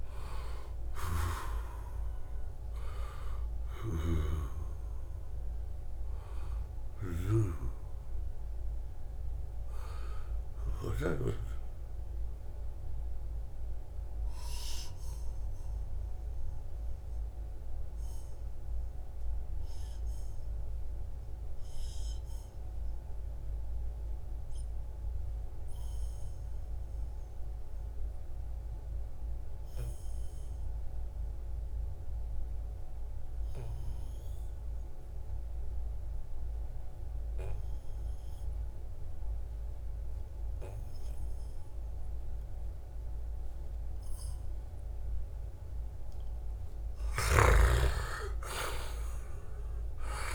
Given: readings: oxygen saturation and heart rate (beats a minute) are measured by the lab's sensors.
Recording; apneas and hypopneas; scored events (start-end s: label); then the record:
breathing in sleep by a room microphone; 1
0.00-7.00 s: snoring (device-marked)
0.00-14.00 s: oxygen desaturation (device-marked, oxygen 87% lowest, heart rate 65 extreme)
10.50-45.00 s: obstructive apnea (oxygen 96% before, 87% lowest, heart rate 76 before, 65 extreme, up 6 after)
41.00-50.35 s: oxygen desaturation (device-marked, oxygen 97% before, 88% lowest, heart rate 71 before, 65 extreme)
46.50-50.35 s: snoring (device-marked)
47.50-50.35 s: arousal
From the record:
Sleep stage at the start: N2 (light sleep); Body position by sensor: on the back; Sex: male